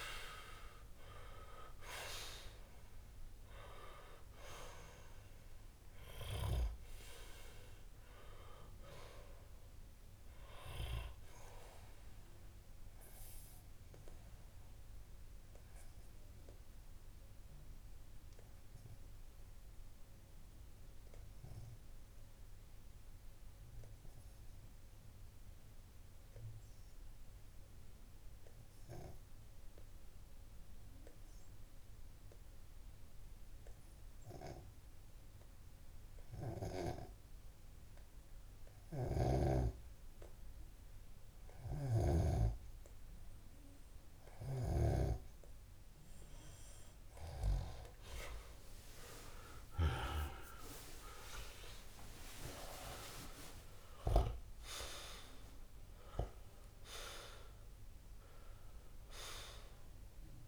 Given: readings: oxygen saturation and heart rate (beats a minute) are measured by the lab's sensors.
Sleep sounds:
breathing in sleep by a room microphone; 1
10.00-45.00 s: obstructive apnea (oxygen 95% before, 94% lowest)
44.50-60.48 s: oxygen desaturation (device-marked, oxygen 99% before, 94% lowest)
48.50-51.50 s: arousal
From the record:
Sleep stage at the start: N2 (light sleep); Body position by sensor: on the left side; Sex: male

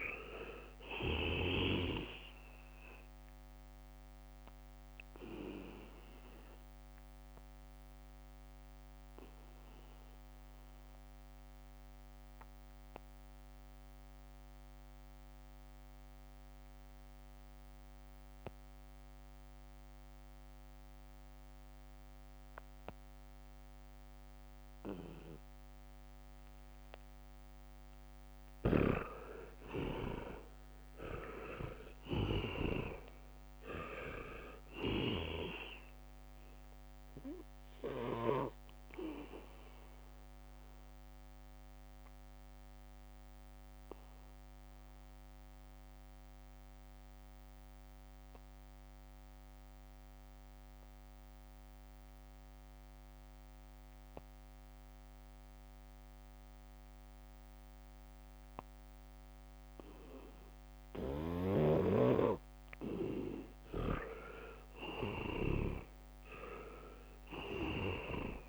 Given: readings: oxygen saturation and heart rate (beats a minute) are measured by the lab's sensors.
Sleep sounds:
breathing in sleep by a microphone on the trachea; 2
0.00-20.00 s: oxygen desaturation (device-marked, oxygen 81% lowest, heart rate 68 extreme)
5.50-27.00 s: obstructive apnea (oxygen 99% before, 80% lowest, heart rate 75 before, 68 extreme, up 3 after)
13.50-15.00 s: leg movement (device-marked)
24.00-54.00 s: oxygen desaturation (device-marked, oxygen 99% before, 80% lowest, heart rate 72 before, 67 extreme)
27.00-28.00 s: leg movement (device-marked)
31.50-35.00 s: arousal
40.50-61.00 s: obstructive apnea (oxygen 99% before, 80% lowest, heart rate 72 before, 67 extreme, up 1 after)
42.00-46.00 s: leg movement (device-marked)
63.50-67.00 s: arousal
64.00-68.49 s: snoring (device-marked)
66.00-68.49 s: oxygen desaturation (device-marked, oxygen 99% before, 80% lowest, heart rate 73 before, 68 extreme)
From the record:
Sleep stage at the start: N2 (light sleep); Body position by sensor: on the back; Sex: male

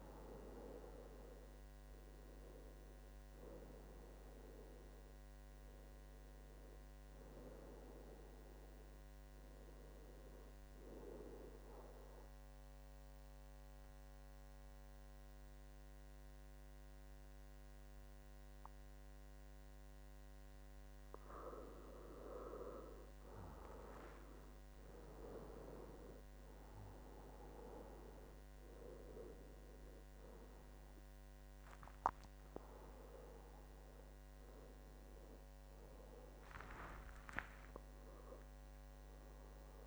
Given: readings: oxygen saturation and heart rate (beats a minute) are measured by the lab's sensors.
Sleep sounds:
breathing in sleep by a microphone on the trachea; 1
9.50-11.50 s: long interval between heartbeats (device-marked, heart rate 83 before, 77 extreme)
11.50-22.00 s: obstructive apnea (oxygen 97% before, 93% lowest, heart rate 82 before, 69 extreme, up 10 after)
13.00-15.00 s: long interval between heartbeats (device-marked, heart rate 81 before, 74 extreme)
25.00-39.87 s: oxygen desaturation (device-marked, oxygen 97% before, 93% lowest, heart rate 74 before, 69 extreme)
25.50-29.50 s: arousal
From the record:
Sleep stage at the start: N2 (light sleep); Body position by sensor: on the back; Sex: male

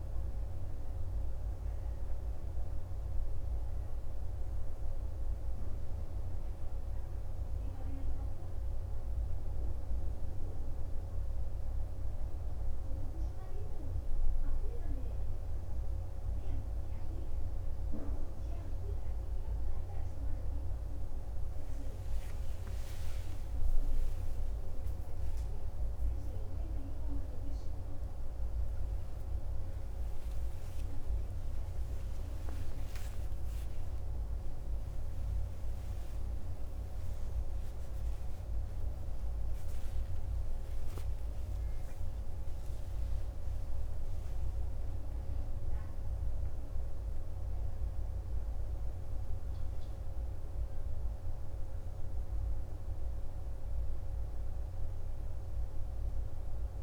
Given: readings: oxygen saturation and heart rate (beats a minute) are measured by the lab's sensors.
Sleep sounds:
a person awake in a sleep study, hard to hear, by a room microphone; none
24.00-54.00 s: new sleep stage, awake
54.00-56.83 s: new sleep stage, N2 (light sleep)
From the record:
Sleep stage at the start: N2 (light sleep); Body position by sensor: on the back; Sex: male

